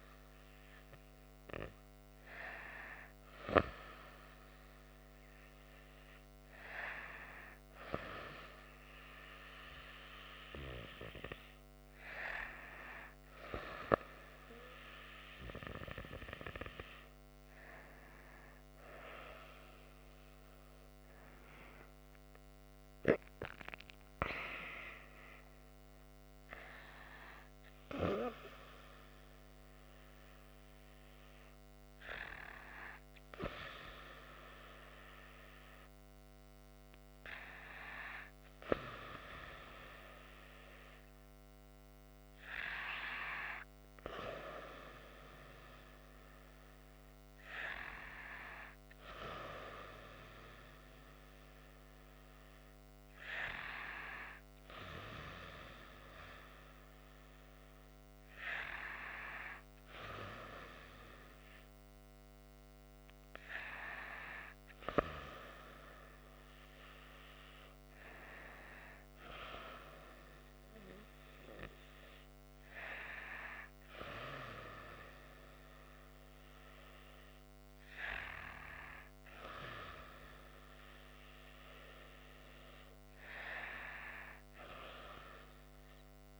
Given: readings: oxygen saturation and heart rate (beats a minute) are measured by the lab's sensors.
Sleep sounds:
breathing in sleep by a microphone on the trachea; none
19.00-24.00 s: arousal
From the record:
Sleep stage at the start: N2 (light sleep); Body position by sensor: on the right side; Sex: female

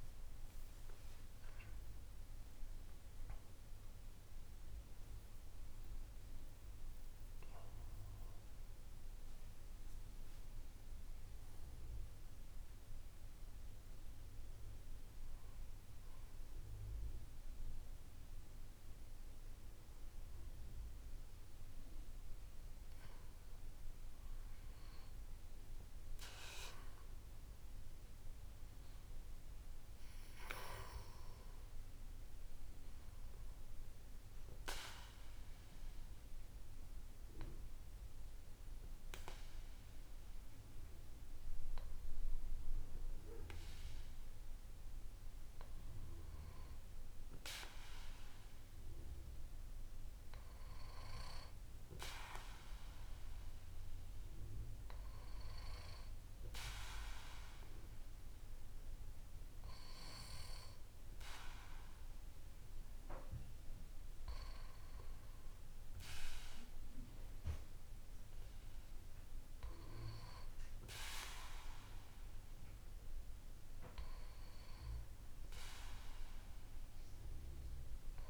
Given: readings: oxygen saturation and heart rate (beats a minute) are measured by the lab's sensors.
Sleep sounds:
breathing in sleep by a room microphone; none
0.50-5.50 s: arousal
From the record:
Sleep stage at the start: N2 (light sleep); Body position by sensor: on the back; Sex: male

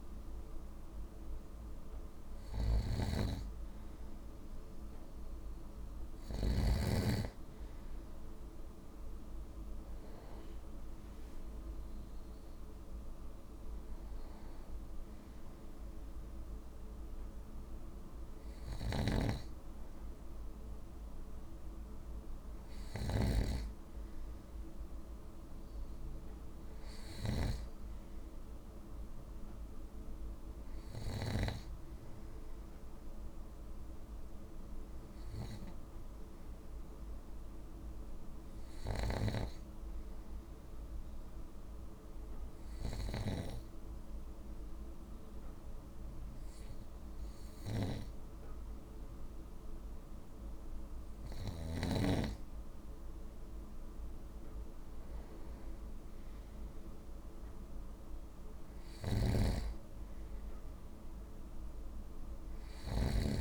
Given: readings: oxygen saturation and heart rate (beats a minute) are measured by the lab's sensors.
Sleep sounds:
breathing in sleep by a room microphone; 1
0.00-6.50 s: snoring (device-marked)
13.00-17.00 s: arousal
18.50-31.00 s: snoring (device-marked)
38.50-51.50 s: snoring (device-marked)
41.00-52.50 s: hypopnea (oxygen 96% before, 96% lowest, heart rate 55 before, 54 extreme, up 2 after)
56.00-60.00 s: arousal
58.50-63.41 s: snoring (device-marked)
From the record:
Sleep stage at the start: N2 (light sleep); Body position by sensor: on the right side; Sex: male

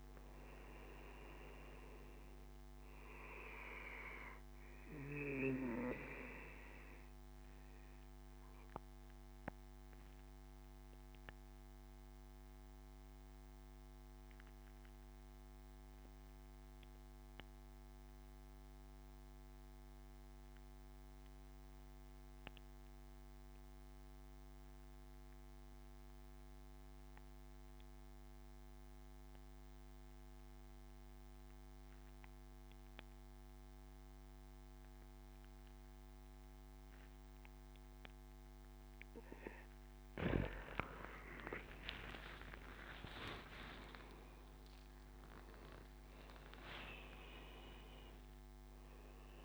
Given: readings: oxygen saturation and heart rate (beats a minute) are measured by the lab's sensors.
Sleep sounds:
breathing in sleep by a microphone on the trachea; 1
0.00-15.00 s: oxygen desaturation (device-marked, oxygen 92% lowest, heart rate 66 extreme)
6.50-38.50 s: obstructive apnea (oxygen 99% before, 91% lowest, heart rate 77 before, 63 extreme, up 18 after)
31.00-49.45 s: oxygen desaturation (device-marked, oxygen 99% before, 91% lowest, heart rate 73 before, 63 extreme)
41.50-45.50 s: arousal
From the record:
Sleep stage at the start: N2 (light sleep); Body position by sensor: on the back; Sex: male

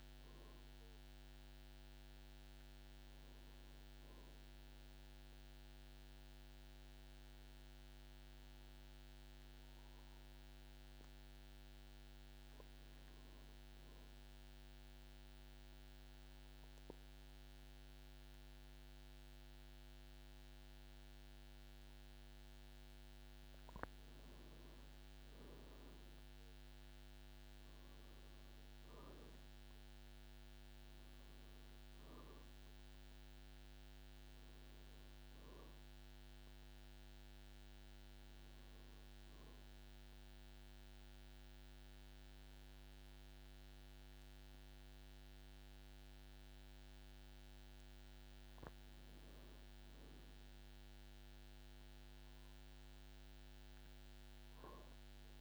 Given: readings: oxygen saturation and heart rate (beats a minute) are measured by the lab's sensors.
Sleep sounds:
breathing in sleep, hard to hear, by a microphone on the trachea; 2
0.00-3.50 s: oxygen desaturation (device-marked, oxygen 94% lowest, heart rate 49 extreme)
14.00-24.00 s: obstructive apnea (oxygen 97% before, 95% lowest, heart rate 65 before, 49 extreme, up 15 after)
25.50-30.00 s: arousal
39.50-49.50 s: mixed apnea (oxygen 97% before, 88% lowest, heart rate 59 before, 49 extreme, up 6 after)
From the record:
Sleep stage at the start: N2 (light sleep); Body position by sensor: on the back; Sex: male

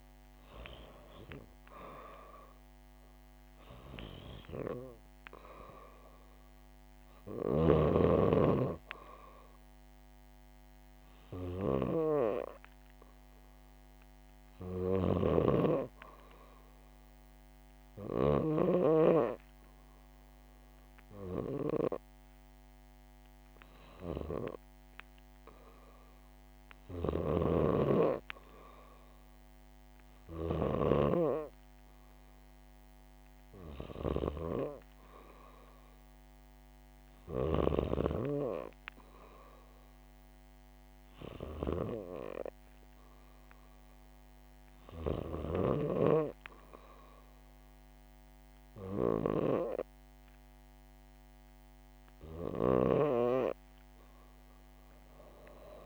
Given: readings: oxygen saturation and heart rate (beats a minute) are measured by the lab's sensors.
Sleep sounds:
breathing in sleep by a microphone on the trachea; none
14.50-18.00 s: snoring (device-marked)
26.50-30.50 s: snoring (device-marked)
From the record:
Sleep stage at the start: REM sleep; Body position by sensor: on the back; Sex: female

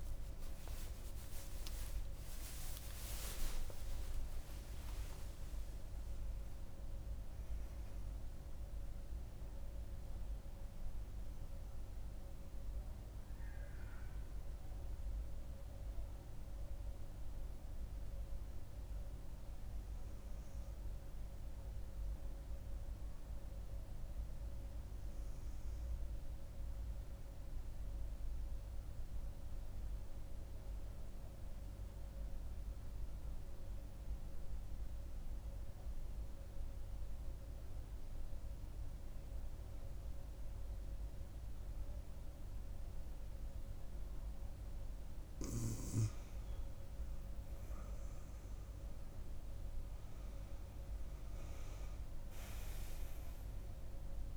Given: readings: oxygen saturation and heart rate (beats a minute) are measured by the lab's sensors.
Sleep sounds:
breathing in sleep, hard to hear, by a room microphone; 1
0.00-1.50 s: arousal
2.00-32.00 s: new sleep stage, N1 (lightest sleep)
27.50-44.50 s: obstructive apnea (oxygen 99% before, 96% lowest, heart rate 78 before, 65 extreme, up 5 after)
32.00-54.36 s: new sleep stage, N2 (light sleep)
47.50-51.00 s: arousal
From the record:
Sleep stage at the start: N2 (light sleep); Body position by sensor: on the right side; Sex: female

